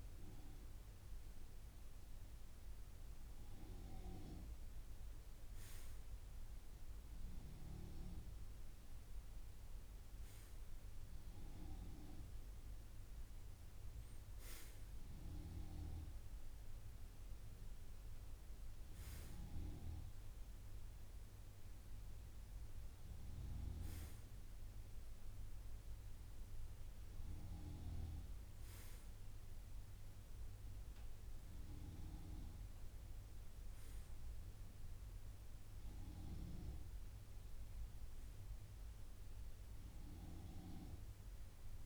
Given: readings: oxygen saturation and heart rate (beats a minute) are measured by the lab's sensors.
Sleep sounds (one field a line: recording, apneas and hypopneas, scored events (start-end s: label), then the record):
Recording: breathing in sleep by a room microphone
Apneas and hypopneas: none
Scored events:
0.00-23.50 s: oxygen desaturation (device-marked, oxygen 93% lowest)
37.00-41.86 s: arousal
From the record:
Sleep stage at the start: N2 (light sleep)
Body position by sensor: on the right side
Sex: male